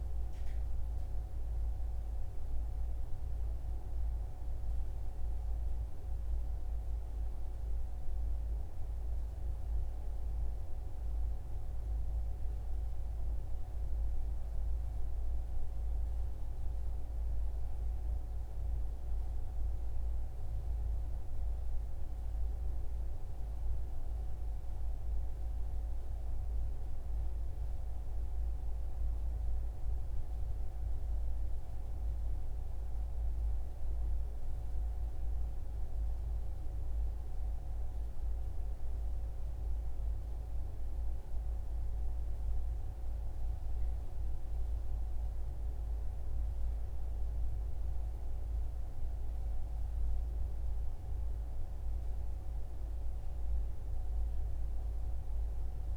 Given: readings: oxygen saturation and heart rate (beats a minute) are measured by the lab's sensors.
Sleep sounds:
breathing in sleep, hard to hear, by a room microphone; none
2.00-55.97 s: new sleep stage, N2 (light sleep)
From the record:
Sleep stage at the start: N1 (lightest sleep); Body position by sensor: on the right side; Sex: male

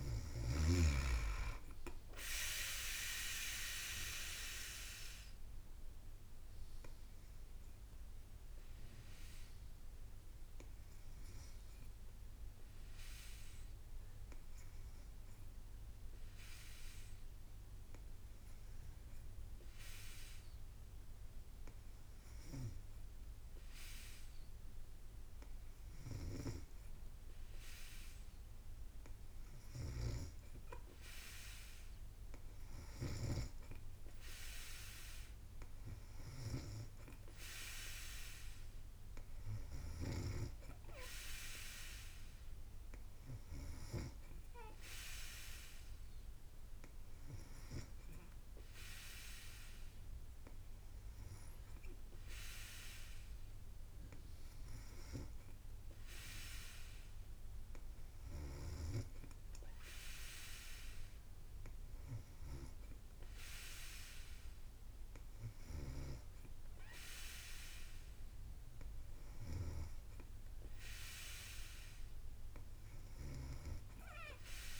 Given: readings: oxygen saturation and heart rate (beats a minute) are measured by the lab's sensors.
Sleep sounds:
breathing in sleep by a room microphone; 1
4.50-19.50 s: drop in pulse transit time (device-marked, heart rate 58 before, 55 extreme)
5.50-25.50 s: hypopnea (oxygen 95% before, 92% lowest, heart rate 58 before, 55 extreme, up 2 after)
28.50-31.50 s: arousal
36.50-54.50 s: oxygen desaturation (device-marked, oxygen 98% before, 92% lowest, heart rate 56 before, 56 extreme)
From the record:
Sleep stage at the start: N3 (deep sleep); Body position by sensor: on the back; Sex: female

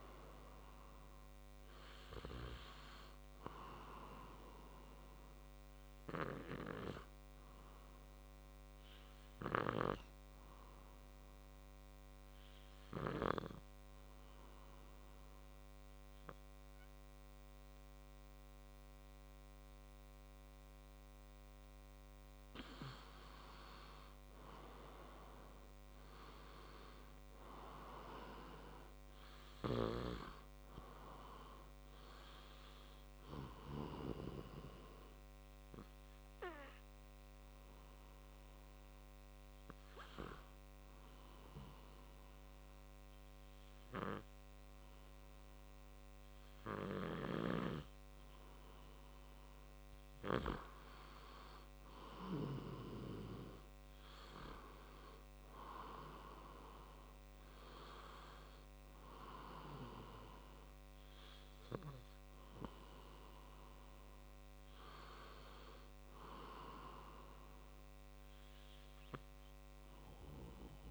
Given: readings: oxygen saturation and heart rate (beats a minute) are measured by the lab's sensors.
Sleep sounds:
breathing in sleep by a microphone on the trachea; 2
0.00-1.00 s: arousal
11.00-21.50 s: obstructive apnea (oxygen 97% before, 93% lowest, heart rate 61 before, 59 extreme, up 3 after)
23.50-27.00 s: arousal
23.50-39.50 s: oxygen desaturation (device-marked, oxygen 96% before, 93% lowest, heart rate 63 before, 59 extreme)
35.50-51.00 s: obstructive apnea (oxygen 96% before, 93% lowest, heart rate 63 before, 60 extreme, up 4 after)
53.50-57.50 s: arousal
From the record:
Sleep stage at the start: N2 (light sleep); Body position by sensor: on the back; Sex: male

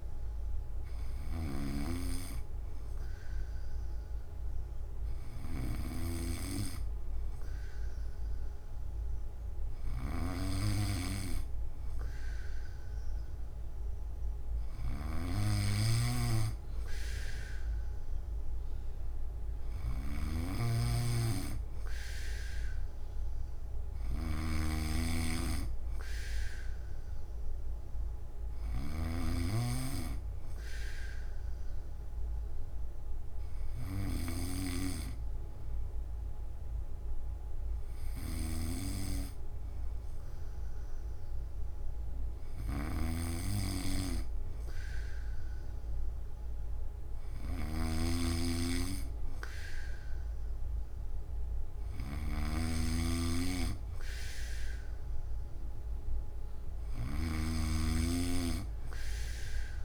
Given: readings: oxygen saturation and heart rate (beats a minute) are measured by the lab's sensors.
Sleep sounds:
breathing in sleep by a room microphone; none
0.00-59.85 s: snoring (device-marked)
From the record:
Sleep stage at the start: N1 (lightest sleep); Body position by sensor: on the back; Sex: male

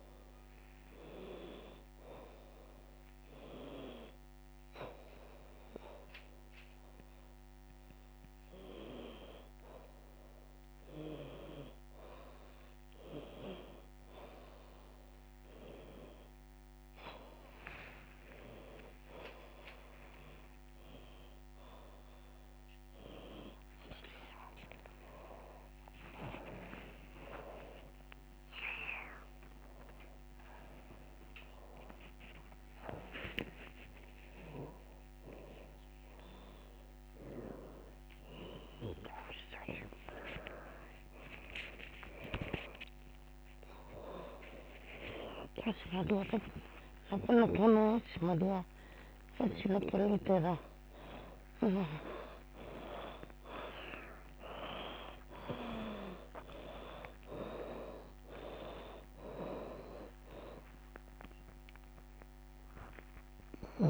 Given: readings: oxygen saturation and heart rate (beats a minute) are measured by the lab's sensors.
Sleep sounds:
a person awake in a sleep study, by a microphone on the trachea; none
0.00-14.50 s: oxygen desaturation (device-marked, oxygen 90% lowest, heart rate 91 extreme)
26.50-28.50 s: long interval between heartbeats (device-marked, heart rate 96 before, 106 extreme)
37.50-47.50 s: drop in pulse transit time (device-marked, heart rate 103 before, 105 extreme)
41.50-43.50 s: long interval between heartbeats (device-marked, heart rate 105 before, 118 extreme)
45.50-47.50 s: long interval between heartbeats (device-marked, heart rate 111 before, 108 extreme)
47.50-56.50 s: oxygen desaturation (device-marked, oxygen 93% before, 90% lowest)
51.00-53.00 s: long interval between heartbeats (device-marked, heart rate 108 before, 60 extreme)
52.50-55.50 s: bradycardia (device-marked, heart rate 94 before, 60 extreme)
53.50-55.50 s: drop in pulse transit time (device-marked, heart rate 101 before, 60 extreme)
56.50-58.50 s: long interval between heartbeats (device-marked, heart rate 92 before, 30 extreme)
60.00-62.00 s: long interval between heartbeats (device-marked, heart rate 83 before, 72 extreme)
From the record:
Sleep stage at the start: awake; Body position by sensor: upright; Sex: female

